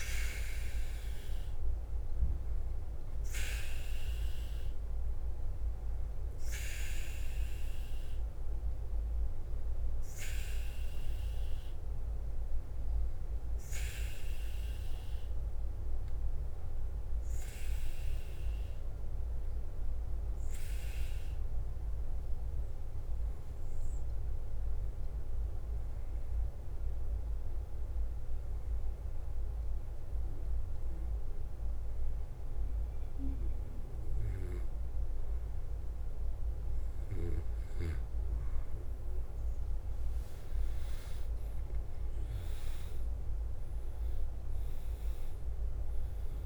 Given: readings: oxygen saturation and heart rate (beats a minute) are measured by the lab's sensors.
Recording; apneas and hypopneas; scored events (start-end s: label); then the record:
breathing in sleep by a room microphone; 1
0.00-46.46 s: bradycardia (device-marked, heart rate 44 extreme)
18.50-36.00 s: obstructive apnea (oxygen 98% before, 93% lowest, heart rate 52 before, 50 extreme, up 3 after)
39.00-42.50 s: arousal
From the record:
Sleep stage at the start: N2 (light sleep); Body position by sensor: on the back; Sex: male